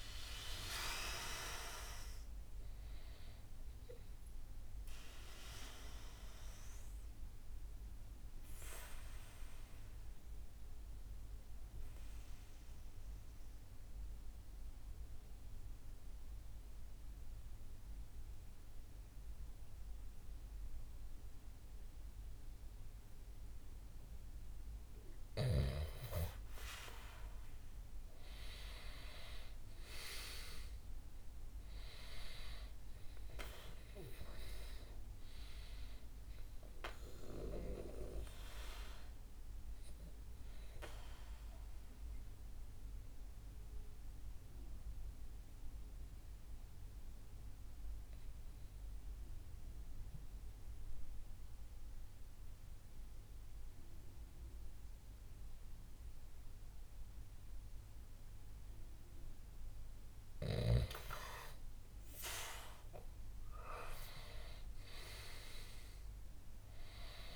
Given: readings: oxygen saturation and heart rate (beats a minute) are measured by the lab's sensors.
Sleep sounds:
breathing in sleep by a room microphone; 2
0.00-18.50 s: oxygen desaturation (device-marked, oxygen 93% lowest, heart rate 62 extreme)
5.00-24.00 s: obstructive apnea (oxygen 98% before, 93% lowest, heart rate 66 before, 62 extreme, up 9 after)
27.50-32.50 s: arousal
37.00-59.00 s: obstructive apnea (oxygen 98% before, 93% lowest, heart rate 67 before, 62 extreme, up 7 after)
62.00-66.00 s: arousal
From the record:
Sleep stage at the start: N2 (light sleep); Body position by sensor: on the back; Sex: male

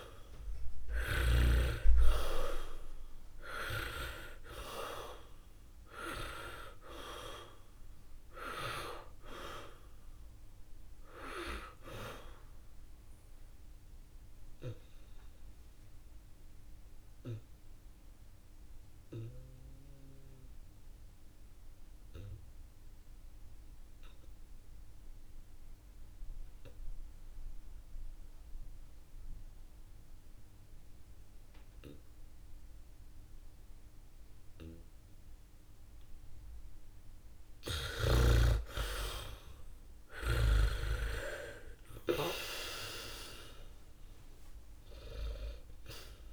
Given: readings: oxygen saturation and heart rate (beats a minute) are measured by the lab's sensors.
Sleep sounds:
breathing in sleep by a room microphone; 1
0.00-26.50 s: oxygen desaturation (device-marked, oxygen 65% lowest, heart rate 55 extreme)
12.50-36.50 s: obstructive apnea (oxygen 99% before, 65% lowest, heart rate 57 before, 55 extreme, up 2 after)
35.50-46.33 s: oxygen desaturation (device-marked, oxygen 100% before, 74% lowest, heart rate 68 before, 57 extreme)
38.50-42.50 s: arousal
From the record:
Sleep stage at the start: N2 (light sleep); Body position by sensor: on the back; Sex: male

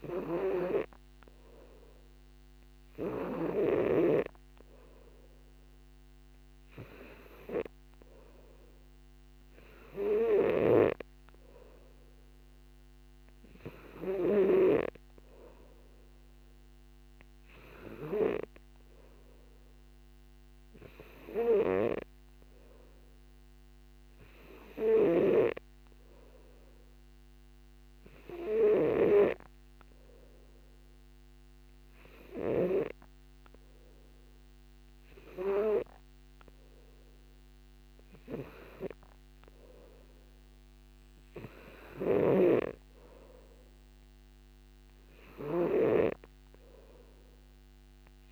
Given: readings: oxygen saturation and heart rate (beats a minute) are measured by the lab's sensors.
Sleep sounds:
breathing in sleep by a microphone on the trachea; none
25.50-29.50 s: snoring (device-marked)
42.50-48.32 s: snoring (device-marked)
From the record:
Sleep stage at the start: N3 (deep sleep); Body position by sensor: on the back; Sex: male

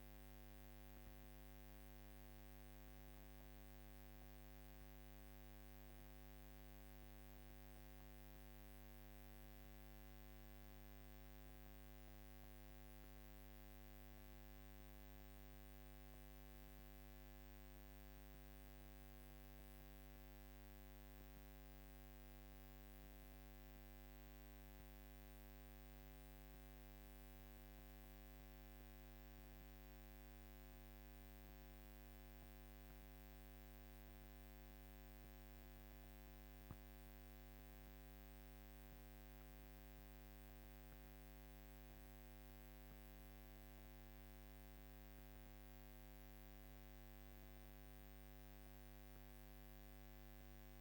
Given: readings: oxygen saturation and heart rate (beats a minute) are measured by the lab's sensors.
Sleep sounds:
breathing in sleep, hard to hear, by a microphone on the trachea; none
37.00-48.00 s: drop in pulse transit time (device-marked, heart rate 51 before, 51 extreme)
From the record:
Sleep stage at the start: N2 (light sleep); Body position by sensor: on the back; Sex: female

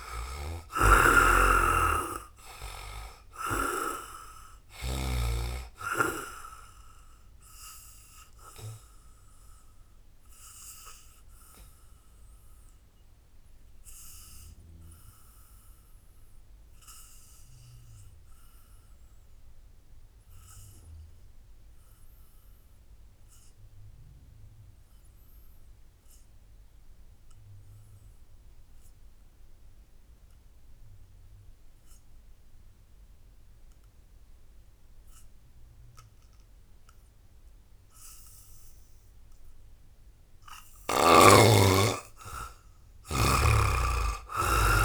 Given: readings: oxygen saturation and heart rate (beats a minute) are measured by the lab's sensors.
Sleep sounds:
breathing in sleep by a room microphone; 1
0.00-23.50 s: oxygen desaturation (device-marked, oxygen 68% lowest, heart rate 57 extreme)
1.00-4.50 s: snoring (device-marked)
7.00-39.00 s: obstructive apnea (heart rate 66 before, 70 extreme, up 7 after)
25.50-44.84 s: oxygen desaturation (device-marked, oxygen 98% before, 68% lowest)
41.00-43.50 s: arousal
From the record:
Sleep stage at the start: N2 (light sleep); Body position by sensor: on the back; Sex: male

